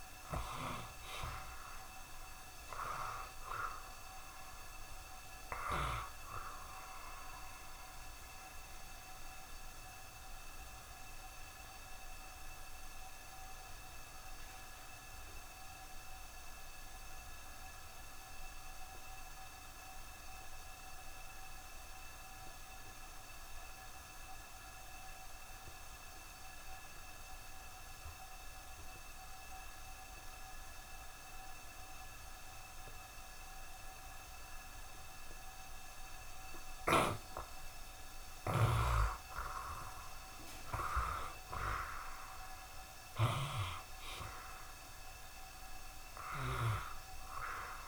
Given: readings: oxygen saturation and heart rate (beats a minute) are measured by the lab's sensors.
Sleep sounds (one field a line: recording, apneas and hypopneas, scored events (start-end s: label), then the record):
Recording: breathing in sleep by a room microphone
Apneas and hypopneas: 1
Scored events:
0.00-1.50 s: arousal
0.00-23.50 s: oxygen desaturation (device-marked, oxygen 58% lowest, heart rate 73 extreme)
9.00-36.50 s: obstructive apnea (oxygen 63% before, 58% lowest, heart rate 79 before, 73 extreme, up 2 after)
25.50-47.88 s: oxygen desaturation (device-marked, oxygen 91% before, 63% lowest, heart rate 76 before, 72 extreme)
38.50-43.00 s: arousal
From the record:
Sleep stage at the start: N2 (light sleep)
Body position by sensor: on the back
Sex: male